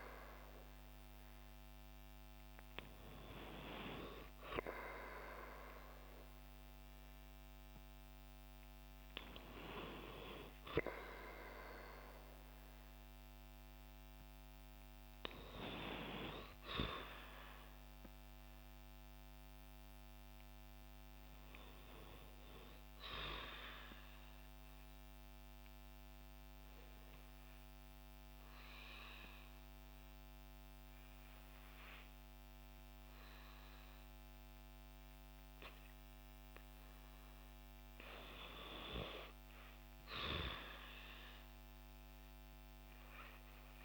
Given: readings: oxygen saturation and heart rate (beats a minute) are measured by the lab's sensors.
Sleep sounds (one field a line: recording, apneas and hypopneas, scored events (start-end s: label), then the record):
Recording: breathing in sleep by a microphone on the trachea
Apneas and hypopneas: 1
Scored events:
0.00-2.00 s: oxygen desaturation (device-marked, oxygen 84% lowest, heart rate 58 extreme)
24.00-36.50 s: obstructive apnea (oxygen 97% before, 88% lowest, heart rate 62 before, 58 extreme, up 2 after)
39.50-43.50 s: arousal
41.00-43.84 s: oxygen desaturation (device-marked, oxygen 96% before, 92% lowest, heart rate 58 before, 61 extreme)
From the record:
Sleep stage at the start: REM sleep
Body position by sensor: on the back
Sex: female